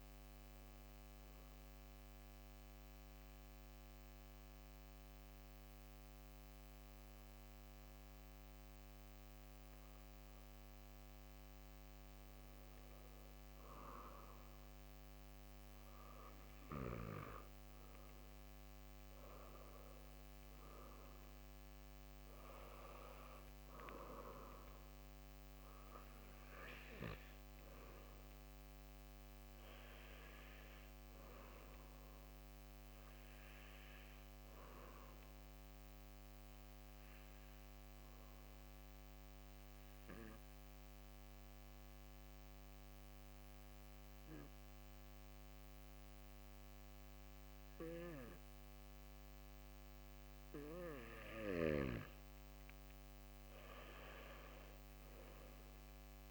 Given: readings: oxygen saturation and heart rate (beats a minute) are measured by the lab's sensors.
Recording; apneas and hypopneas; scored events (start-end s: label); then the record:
breathing in sleep by a microphone on the trachea; 2
1.50-12.00 s: obstructive apnea (oxygen 98% before, 92% lowest)
14.00-17.50 s: arousal
36.00-51.00 s: obstructive apnea (oxygen 97% before, 91% lowest)
From the record:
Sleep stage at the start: N2 (light sleep); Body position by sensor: on the back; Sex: male